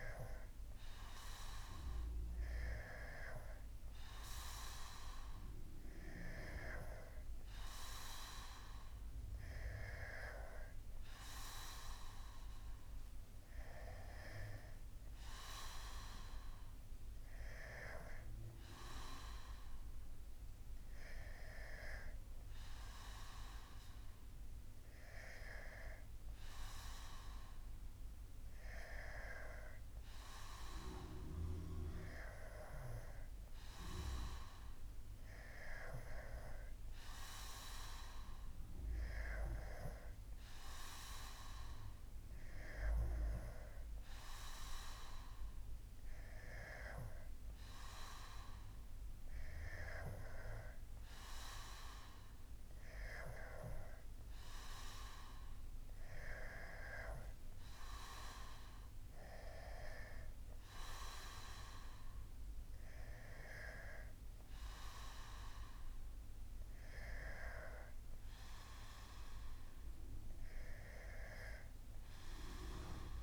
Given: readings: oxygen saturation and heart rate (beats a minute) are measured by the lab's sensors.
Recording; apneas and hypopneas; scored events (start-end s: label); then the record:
breathing in sleep by a room microphone; none
none scored
From the record:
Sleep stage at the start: N2 (light sleep); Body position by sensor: on the back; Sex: male